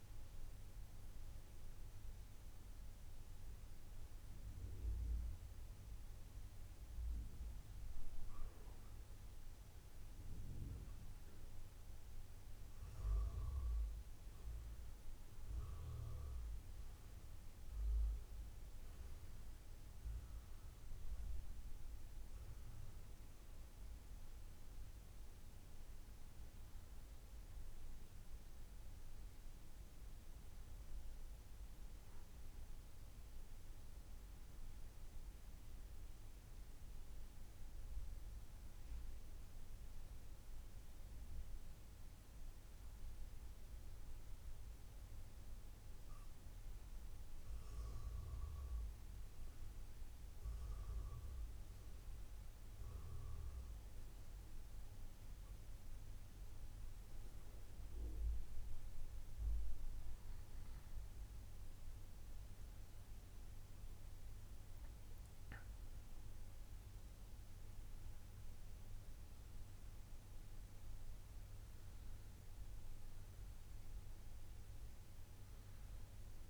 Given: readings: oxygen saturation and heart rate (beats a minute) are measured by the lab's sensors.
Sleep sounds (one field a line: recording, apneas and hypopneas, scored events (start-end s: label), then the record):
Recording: breathing in sleep, hard to hear, by a room microphone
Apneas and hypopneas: none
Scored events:
none scored
From the record:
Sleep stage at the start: N1 (lightest sleep)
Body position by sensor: on the back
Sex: male